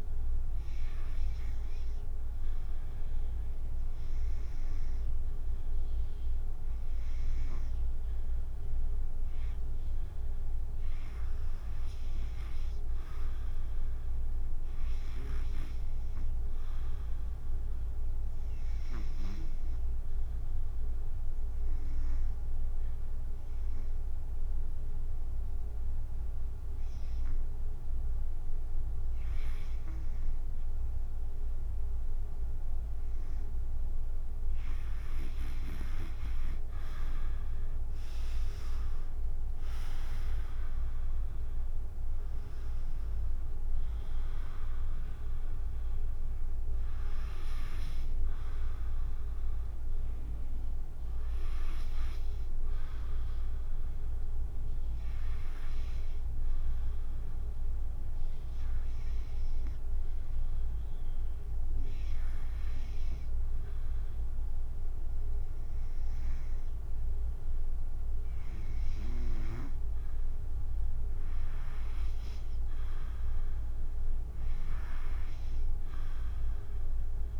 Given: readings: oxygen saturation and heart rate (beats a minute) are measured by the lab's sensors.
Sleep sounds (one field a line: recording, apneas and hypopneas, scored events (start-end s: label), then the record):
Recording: breathing in sleep, hard to hear, by a room microphone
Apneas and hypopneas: 3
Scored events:
0.50-10.50 s: obstructive apnea (oxygen 94% before, 87% lowest, heart rate 81 before, 63 extreme, up 11 after)
12.50-16.00 s: arousal
13.00-24.00 s: drop in pulse transit time (device-marked, heart rate 75 before, 68 extreme)
16.00-28.00 s: oxygen desaturation (device-marked, oxygen 94% before, 90% lowest, heart rate 74 before, 63 extreme)
18.50-32.50 s: obstructive apnea (oxygen 94% before, 87% lowest, heart rate 74 before, 63 extreme, up 16 after)
35.00-39.00 s: arousal
37.00-56.00 s: oxygen desaturation (device-marked, oxygen 93% before, 87% lowest, heart rate 68 before, 69 extreme)
38.00-51.00 s: drop in pulse transit time (device-marked, heart rate 67 before, 72 extreme)
59.00-70.00 s: hypopnea (oxygen 97% before, 91% lowest, heart rate 79 before, 69 extreme, up 5 after)
72.50-76.50 s: arousal
74.00-77.40 s: drop in pulse transit time (device-marked, heart rate 72 before, 72 extreme)
76.00-77.40 s: oxygen desaturation (device-marked, oxygen 96% before, 91% lowest, heart rate 72 before, 69 extreme)
From the record:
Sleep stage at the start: REM sleep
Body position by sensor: on the back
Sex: female